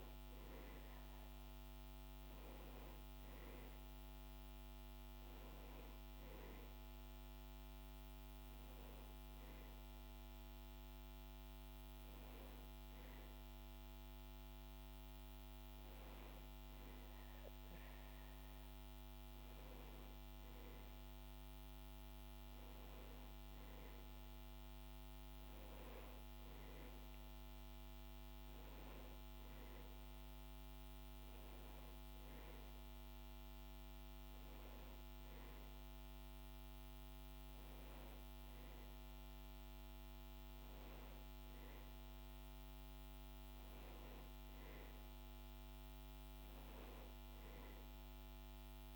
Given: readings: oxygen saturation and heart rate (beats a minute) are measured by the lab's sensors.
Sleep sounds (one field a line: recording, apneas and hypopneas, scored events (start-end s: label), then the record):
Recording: breathing in sleep, hard to hear, by a microphone on the trachea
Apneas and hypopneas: none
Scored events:
none scored
From the record:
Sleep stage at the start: N2 (light sleep)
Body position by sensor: on the back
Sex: male